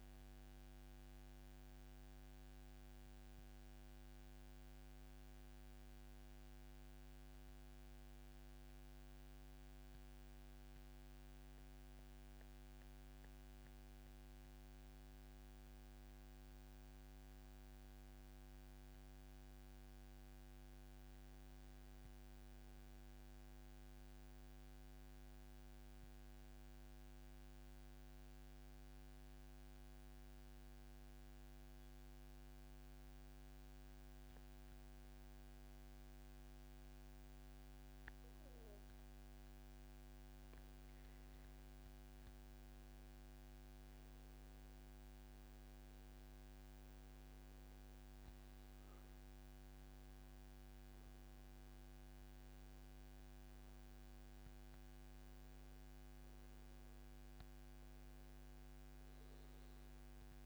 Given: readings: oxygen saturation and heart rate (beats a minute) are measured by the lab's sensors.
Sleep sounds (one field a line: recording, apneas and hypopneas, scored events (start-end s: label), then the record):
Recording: breathing in sleep, hard to hear, by a microphone on the trachea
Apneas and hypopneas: 1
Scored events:
4.00-39.00 s: mixed apnea (oxygen 96% before, 91% lowest, heart rate 144 before, 142 extreme, up 0 after)
42.00-47.00 s: arousal
43.00-60.46 s: oxygen desaturation (device-marked, oxygen 97% before, 91% lowest, heart rate 144 before, 142 extreme)
From the record:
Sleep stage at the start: N2 (light sleep)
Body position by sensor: on the back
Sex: male